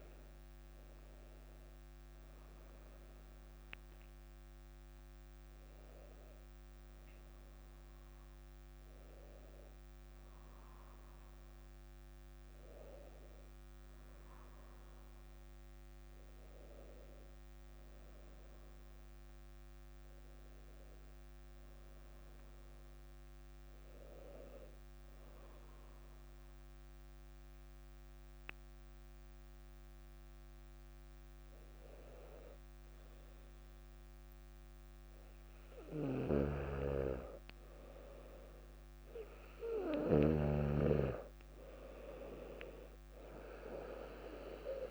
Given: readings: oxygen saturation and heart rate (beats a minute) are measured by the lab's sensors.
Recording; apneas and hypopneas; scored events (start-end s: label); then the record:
breathing in sleep by a microphone on the trachea; 1
0.00-2.50 s: arousal
0.00-10.00 s: drop in pulse transit time (device-marked, heart rate 57 extreme)
0.00-17.00 s: oxygen desaturation (device-marked, oxygen 94% lowest, heart rate 57 extreme)
24.00-36.00 s: hypopnea (oxygen 99% before, 95% lowest, heart rate 59 before, 58 extreme, up 2 after)
30.00-44.91 s: new sleep stage, N2 (light sleep)
36.00-40.50 s: snoring (device-marked)
39.50-43.00 s: arousal
From the record:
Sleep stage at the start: N1 (lightest sleep); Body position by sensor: on the back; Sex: female